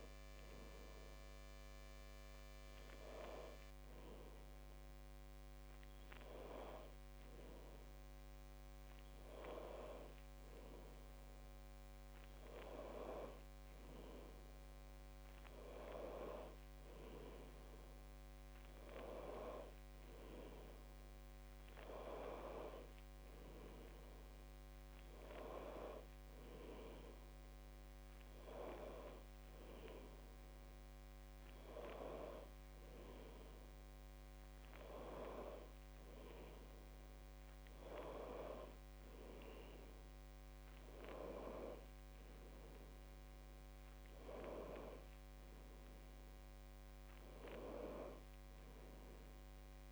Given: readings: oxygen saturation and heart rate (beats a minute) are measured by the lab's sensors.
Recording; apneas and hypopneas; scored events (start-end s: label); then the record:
a person awake in a sleep study, by a microphone on the trachea; none
26.50-49.91 s: new sleep stage, N1 (lightest sleep)
From the record:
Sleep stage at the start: awake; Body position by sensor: on the back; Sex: female